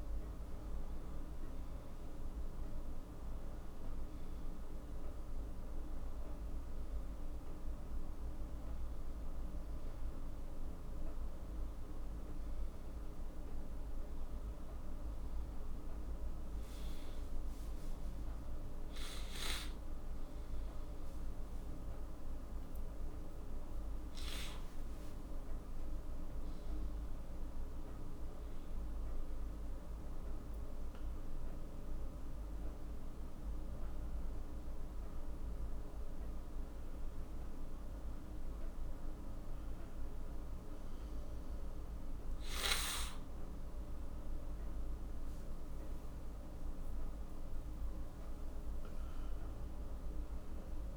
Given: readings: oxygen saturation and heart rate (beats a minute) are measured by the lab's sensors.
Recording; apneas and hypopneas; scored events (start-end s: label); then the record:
breathing in sleep, hard to hear, by a room microphone; none
22.00-27.00 s: arousal
40.00-50.97 s: new sleep stage, awake
From the record:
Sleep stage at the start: N1 (lightest sleep); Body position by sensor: on the back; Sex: male